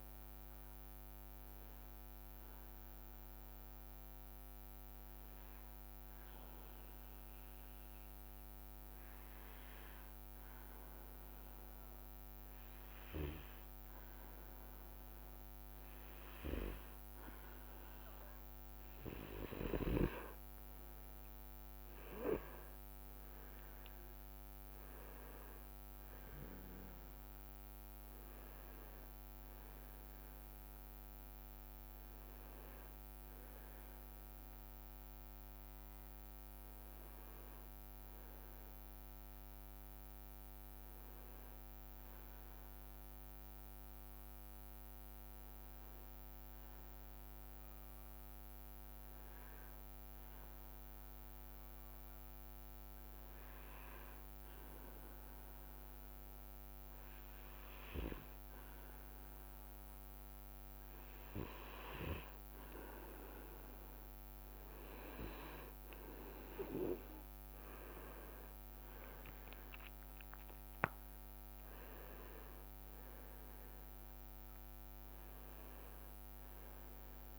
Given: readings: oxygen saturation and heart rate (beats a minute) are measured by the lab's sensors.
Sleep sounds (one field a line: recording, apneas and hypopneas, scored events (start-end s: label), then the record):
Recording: breathing in sleep by a microphone on the trachea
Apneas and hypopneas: 2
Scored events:
0.00-2.00 s: oxygen desaturation (device-marked, oxygen 94% lowest, heart rate 58 extreme)
2.50-18.00 s: obstructive apnea (oxygen 98% before, 93% lowest, heart rate 67 before, 60 extreme, up 9 after)
17.00-39.00 s: oxygen desaturation (device-marked, oxygen 98% before, 93% lowest, heart rate 62 before, 60 extreme)
20.50-25.00 s: arousal
38.00-41.00 s: arousal
43.00-59.50 s: hypopnea (oxygen 98% before, 94% lowest, heart rate 66 before, 60 extreme, up 6 after)
62.00-77.39 s: oxygen desaturation (device-marked, oxygen 98% before, 94% lowest, heart rate 61 before, 61 extreme)
65.50-70.00 s: arousal
From the record:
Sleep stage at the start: N2 (light sleep)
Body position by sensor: on the back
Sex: male